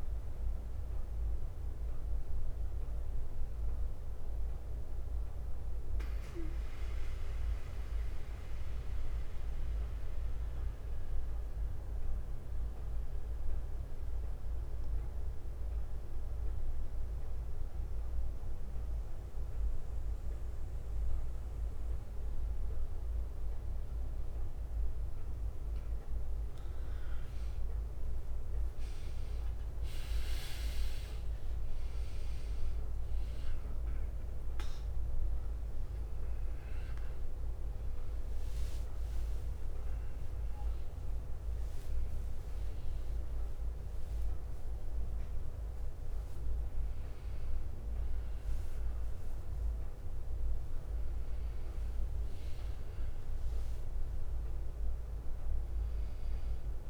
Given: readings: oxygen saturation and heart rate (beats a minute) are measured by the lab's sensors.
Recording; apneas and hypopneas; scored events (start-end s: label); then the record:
breathing in sleep, hard to hear, by a room microphone; 1
1.00-26.00 s: central apnea (oxygen 98% before, 89% lowest, heart rate 60 before, 55 extreme, up 9 after)
2.50-12.50 s: bradycardia (device-marked, heart rate 67 before, 55 extreme)
2.50-16.50 s: drop in pulse transit time (device-marked, heart rate 61 before, 55 extreme)
2.50-22.50 s: oxygen desaturation (device-marked, oxygen 98% before, 89% lowest, heart rate 61 before, 55 extreme)
16.50-23.50 s: bradycardia (device-marked, heart rate 67 before, 59 extreme)
28.00-31.00 s: arousal
29.50-32.00 s: leg movement (device-marked)
34.50-53.50 s: oxygen desaturation (device-marked, oxygen 98% before, 93% lowest, heart rate 62 before, 59 extreme)
51.50-56.00 s: arousal
53.50-56.90 s: drop in pulse transit time (device-marked, heart rate 64 before, 59 extreme)
From the record:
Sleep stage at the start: N2 (light sleep); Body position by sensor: on the right side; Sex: male